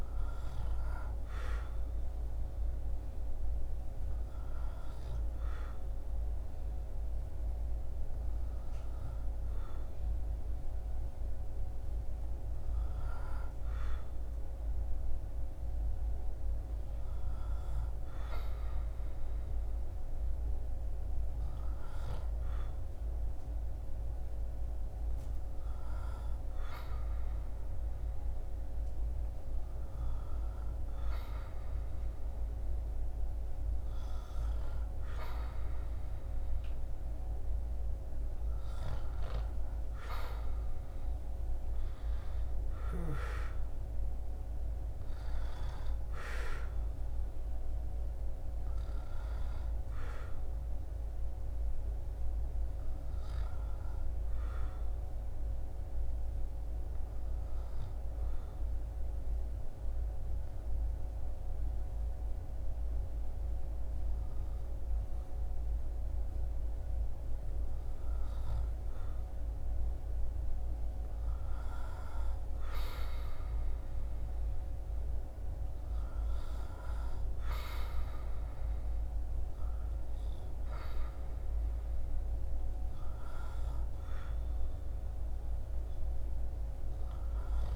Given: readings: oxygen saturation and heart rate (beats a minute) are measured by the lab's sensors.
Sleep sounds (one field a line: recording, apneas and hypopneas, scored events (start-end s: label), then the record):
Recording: breathing in sleep, hard to hear, by a room microphone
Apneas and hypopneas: 1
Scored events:
40.00-45.00 s: arousal
54.00-67.00 s: hypopnea (oxygen 97% before, 96% lowest, heart rate 75 before, 73 extreme, up 3 after)
70.50-76.00 s: arousal
From the record:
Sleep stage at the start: N2 (light sleep)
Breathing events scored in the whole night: 488 in 6.6 hours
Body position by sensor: on the back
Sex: male